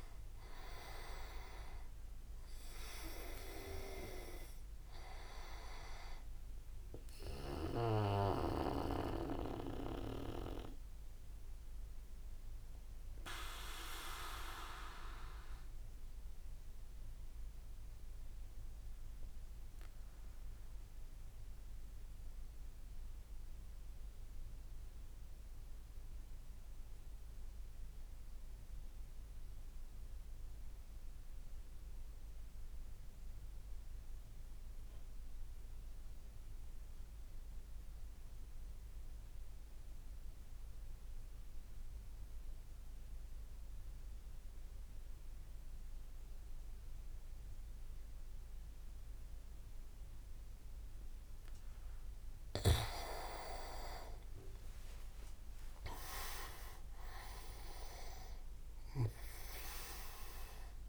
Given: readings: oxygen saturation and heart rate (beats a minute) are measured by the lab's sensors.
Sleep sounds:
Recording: breathing in sleep by a room microphone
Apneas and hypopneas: 1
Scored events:
0.00-1.00 s: arousal
0.00-11.50 s: oxygen desaturation (device-marked, oxygen 93% lowest)
0.00-21.50 s: tachycardia (device-marked)
10.00-50.50 s: obstructive apnea (oxygen 99% before, 93% lowest)
43.50-60.89 s: oxygen desaturation (device-marked, oxygen 98% before, 93% lowest)
52.50-56.50 s: arousal
55.00-57.50 s: leg movement (device-marked)
From the record:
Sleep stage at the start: N2 (light sleep)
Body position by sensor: on the back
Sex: male

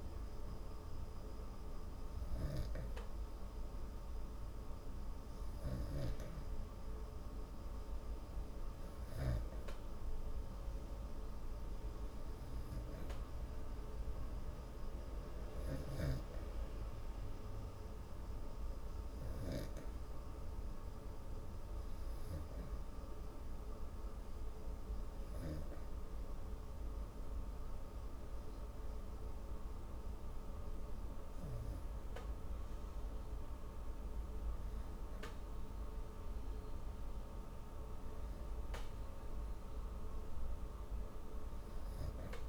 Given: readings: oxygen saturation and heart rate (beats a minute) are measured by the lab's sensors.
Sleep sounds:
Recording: breathing in sleep, hard to hear, by a room microphone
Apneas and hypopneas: none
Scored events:
none scored
From the record:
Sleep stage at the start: N2 (light sleep)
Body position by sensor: on the back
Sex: female

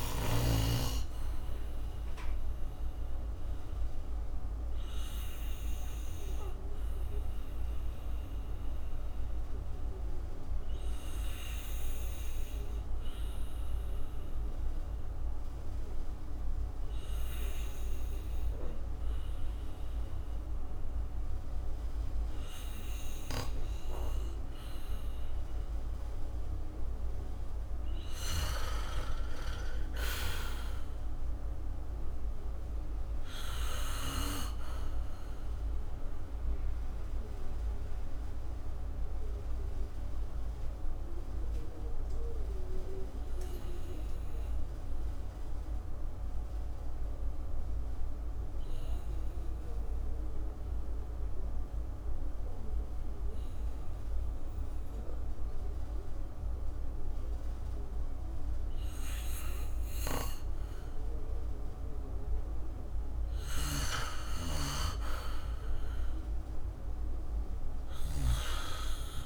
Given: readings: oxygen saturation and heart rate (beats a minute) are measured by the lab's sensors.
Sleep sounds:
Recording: breathing in sleep by a room microphone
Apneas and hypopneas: 2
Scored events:
3.50-26.00 s: obstructive apnea (oxygen 96% before, 87% lowest, heart rate 61 before, 54 extreme, up 4 after)
5.50-18.50 s: oxygen desaturation (device-marked, oxygen 95% before, 90% lowest, heart rate 62 before, 55 extreme)
29.00-32.50 s: arousal
30.50-47.50 s: oxygen desaturation (device-marked, oxygen 96% before, 90% lowest, heart rate 60 before, 54 extreme)
36.00-63.00 s: mixed apnea (oxygen 96% before, 87% lowest, heart rate 60 before, 54 extreme, up 8 after)
49.50-59.50 s: oxygen desaturation (device-marked, oxygen 92% before, 87% lowest, heart rate 59 before, 57 extreme)
64.50-68.50 s: snoring (device-marked)
65.00-68.00 s: arousal
From the record:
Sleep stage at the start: N2 (light sleep)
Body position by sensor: on the back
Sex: male

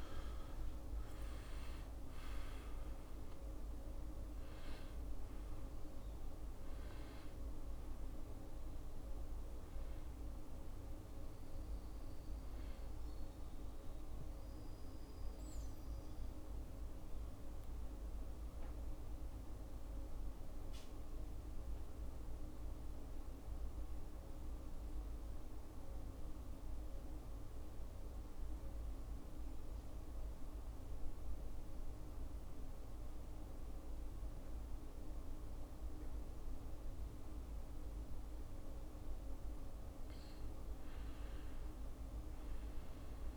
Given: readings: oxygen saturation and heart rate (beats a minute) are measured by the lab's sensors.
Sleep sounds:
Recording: breathing in sleep, hard to hear, by a room microphone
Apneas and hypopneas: 1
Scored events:
0.00-32.50 s: oxygen desaturation (device-marked, oxygen 85% lowest, heart rate 62 extreme)
14.00-38.00 s: mixed apnea (oxygen 98% before, 85% lowest, heart rate 75 before, 62 extreme, up 7 after)
39.00-43.37 s: arousal
From the record:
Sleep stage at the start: N2 (light sleep)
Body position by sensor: on the back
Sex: male

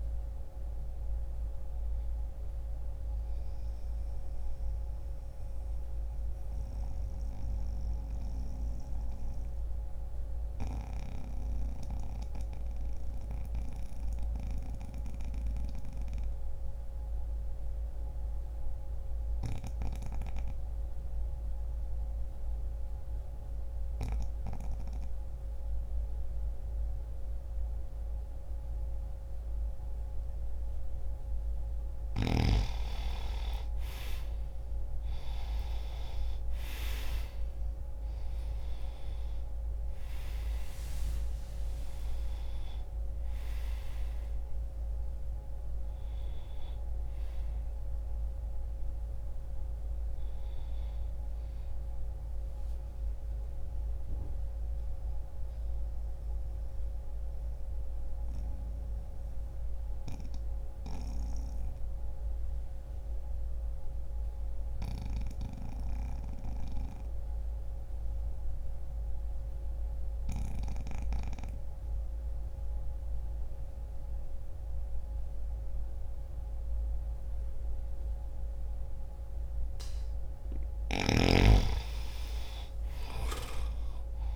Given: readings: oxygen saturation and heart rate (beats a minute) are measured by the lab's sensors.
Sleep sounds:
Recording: breathing in sleep by a room microphone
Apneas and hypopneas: 2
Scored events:
0.00-22.00 s: oxygen desaturation (device-marked, oxygen 90% lowest)
2.00-30.50 s: mixed apnea (oxygen 98% before, 87% lowest)
32.00-36.00 s: arousal
34.00-59.00 s: oxygen desaturation (device-marked, oxygen 97% before, 87% lowest)
53.00-79.00 s: mixed apnea (oxygen 97% before, 88% lowest)
82.00-84.36 s: new sleep stage, awake
83.00-84.36 s: oxygen desaturation (device-marked, oxygen 98% before, 90% lowest)
From the record:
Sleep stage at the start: N2 (light sleep)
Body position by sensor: on the back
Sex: male

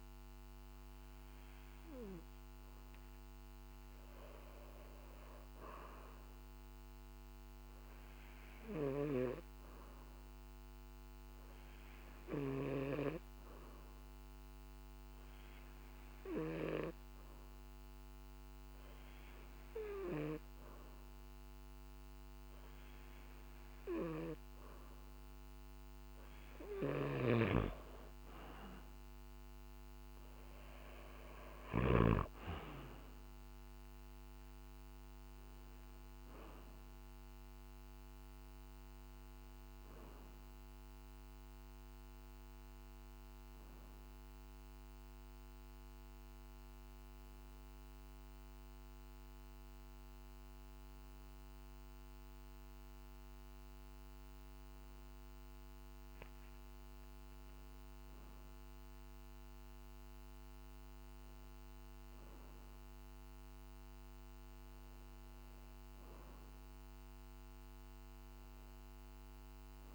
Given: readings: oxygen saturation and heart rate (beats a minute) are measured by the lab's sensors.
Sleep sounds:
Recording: breathing in sleep by a microphone on the trachea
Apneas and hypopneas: 2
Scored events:
7.00-25.00 s: hypopnea (oxygen 95% before, 93% lowest, heart rate 51 before, 49 extreme, up 6 after)
28.00-31.50 s: arousal
43.50-56.00 s: hypopnea (oxygen 94% before, 93% lowest, heart rate 53 before, 48 extreme, up 5 after)
58.50-62.00 s: arousal
From the record:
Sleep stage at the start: N2 (light sleep)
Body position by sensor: on the back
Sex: male

